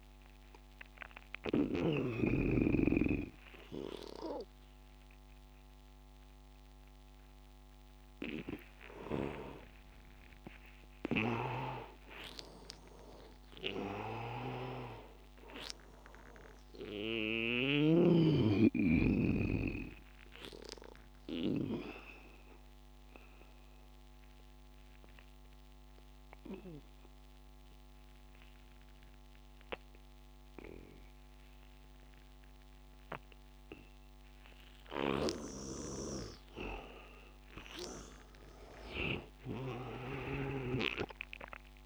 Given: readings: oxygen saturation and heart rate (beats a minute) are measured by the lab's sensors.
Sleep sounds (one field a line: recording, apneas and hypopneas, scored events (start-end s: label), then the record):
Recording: breathing in sleep by a microphone on the trachea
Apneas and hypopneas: 1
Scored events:
0.00-2.00 s: snoring (device-marked)
0.00-10.00 s: oxygen desaturation (device-marked, oxygen 81% lowest, heart rate 80 extreme)
20.50-36.50 s: obstructive apnea (oxygen 100% before, 86% lowest, heart rate 102 before, 80 extreme, up 17 after)
36.00-41.86 s: oxygen desaturation (device-marked, oxygen 99% before, 86% lowest, heart rate 92 before, 79 extreme)
39.00-41.86 s: arousal
From the record:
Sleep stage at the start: N2 (light sleep)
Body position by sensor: on the back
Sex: male